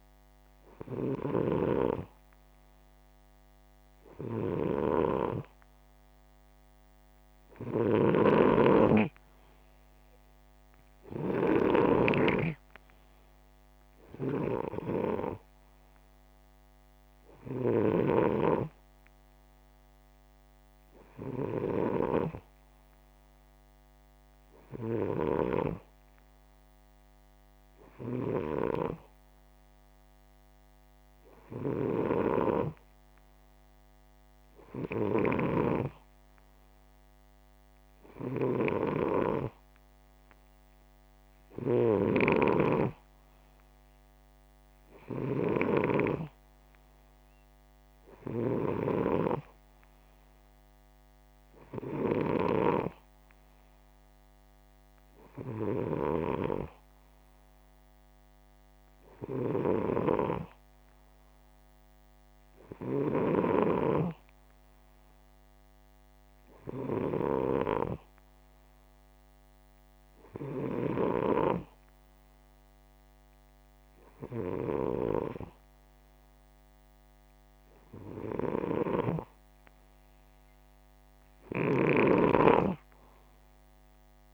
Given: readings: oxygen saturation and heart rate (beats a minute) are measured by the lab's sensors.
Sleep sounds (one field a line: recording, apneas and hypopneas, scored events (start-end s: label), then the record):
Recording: breathing in sleep by a microphone on the trachea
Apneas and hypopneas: none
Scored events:
0.00-1.00 s: snoring (device-marked)
7.00-17.50 s: snoring (device-marked)
38.00-45.50 s: snoring (device-marked)
78.00-84.34 s: snoring (device-marked)
From the record:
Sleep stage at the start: N2 (light sleep)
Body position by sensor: upright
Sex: male